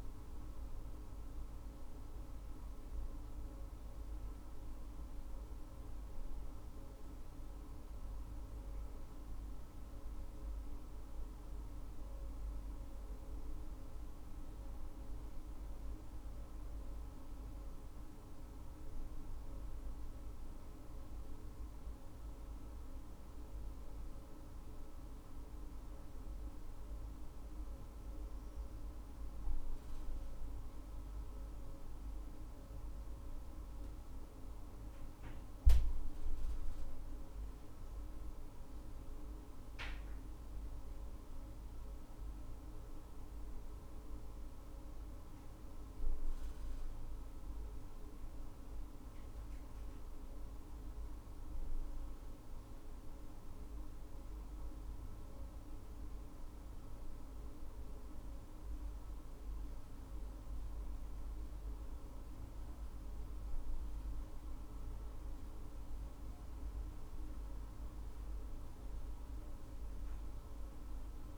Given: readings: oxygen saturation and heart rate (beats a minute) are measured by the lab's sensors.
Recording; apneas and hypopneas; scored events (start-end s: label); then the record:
breathing in sleep, hard to hear, by a room microphone; none
31.50-35.50 s: arousal
From the record:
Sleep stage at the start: N2 (light sleep); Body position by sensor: on the right side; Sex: female